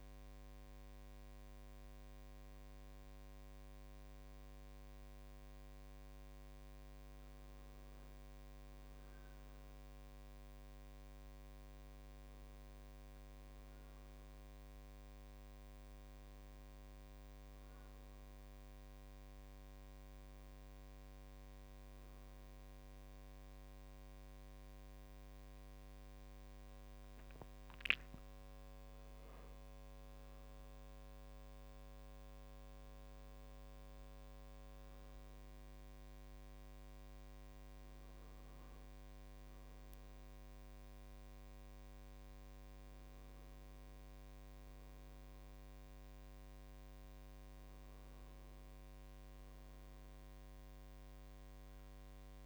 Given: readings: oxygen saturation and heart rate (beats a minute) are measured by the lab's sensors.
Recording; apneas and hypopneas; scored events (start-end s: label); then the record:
a person awake in a sleep study, hard to hear, by a microphone on the trachea; none
0.00-1.50 s: drop in pulse transit time (device-marked, heart rate 51 extreme)
From the record:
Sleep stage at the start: awake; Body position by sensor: on the right side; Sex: male